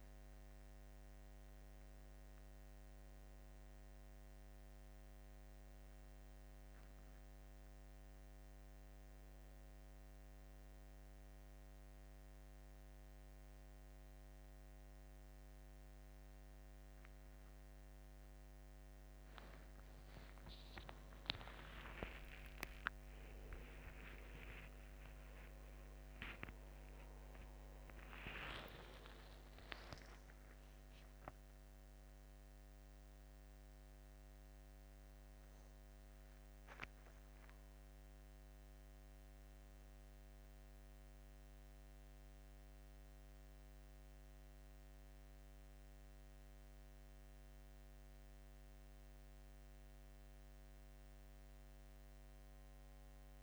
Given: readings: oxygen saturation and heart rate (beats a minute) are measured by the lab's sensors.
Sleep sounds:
a person awake in a sleep study, by a microphone on the trachea; none
28.00-43.00 s: oxygen desaturation (device-marked, oxygen 97% before, 94% lowest, heart rate 79 before, 72 extreme)
37.00-53.43 s: new sleep stage, N2 (light sleep)
From the record:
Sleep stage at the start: awake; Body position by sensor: on the back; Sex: male

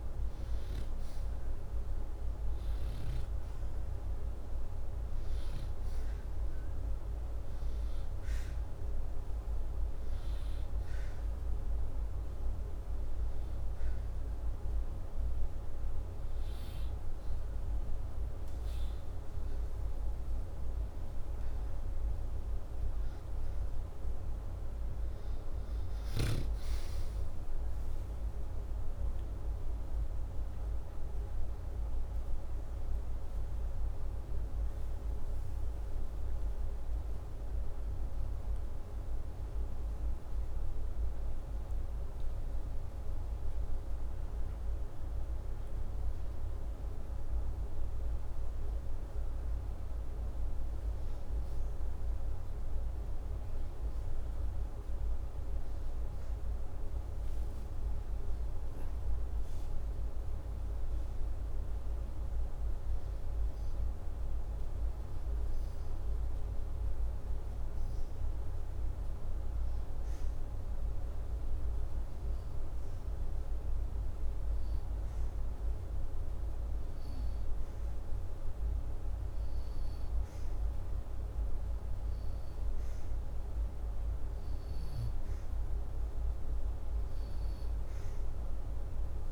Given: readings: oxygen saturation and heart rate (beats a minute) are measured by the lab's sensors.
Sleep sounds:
breathing in sleep, hard to hear, by a room microphone; 1
29.50-34.50 s: arousal
64.00-68.00 s: arousal
73.00-83.50 s: hypopnea (oxygen 97% before, 93% lowest, heart rate 83 before, 82 extreme, up 1 after)
86.00-89.31 s: arousal
From the record:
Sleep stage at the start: N2 (light sleep); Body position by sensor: upright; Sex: male

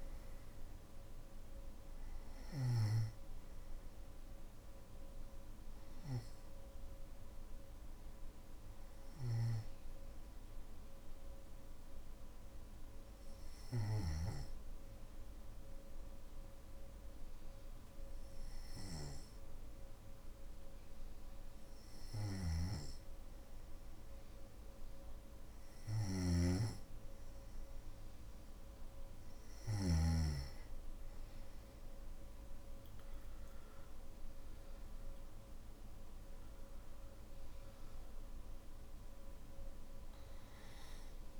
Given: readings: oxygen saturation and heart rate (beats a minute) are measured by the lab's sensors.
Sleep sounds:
breathing in sleep by a room microphone; 1
0.00-15.50 s: oxygen desaturation (device-marked, oxygen 93% lowest, heart rate 50 extreme)
10.00-26.00 s: obstructive apnea (oxygen 97% before, 92% lowest, heart rate 59 before, 49 extreme, up 8 after)
25.50-29.50 s: snoring (device-marked)
From the record:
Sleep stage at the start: N1 (lightest sleep); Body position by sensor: on the back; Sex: male

